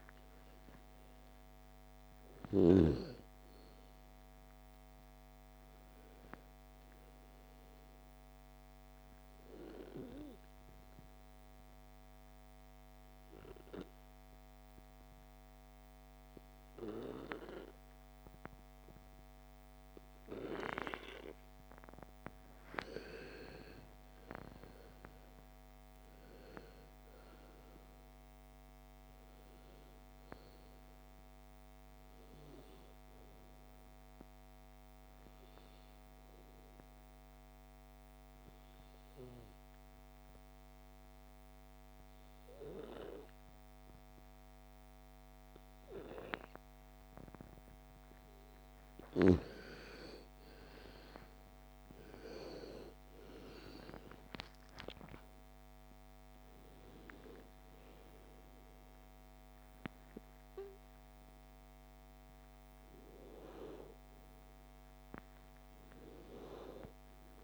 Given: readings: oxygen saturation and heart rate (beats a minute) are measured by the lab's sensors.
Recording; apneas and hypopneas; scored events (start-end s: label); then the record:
breathing in sleep by a microphone on the trachea; 2
0.00-14.00 s: oxygen desaturation (device-marked, oxygen 82% lowest, heart rate 29 extreme)
9.00-22.00 s: obstructive apnea (oxygen 98% before, 82% lowest, heart rate 57 before, 29 extreme, up 49 after)
23.00-27.00 s: arousal
34.00-46.00 s: oxygen desaturation (device-marked, oxygen 98% before, 92% lowest, heart rate 57 before, 38 extreme)
35.50-49.50 s: obstructive apnea (oxygen 99% before, 88% lowest, heart rate 57 before, 38 extreme, up 41 after)
52.50-56.50 s: arousal
53.00-67.44 s: oxygen desaturation (device-marked, oxygen 98% before, 90% lowest, heart rate 57 before, 37 extreme)
From the record:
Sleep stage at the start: N2 (light sleep); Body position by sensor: on the back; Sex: female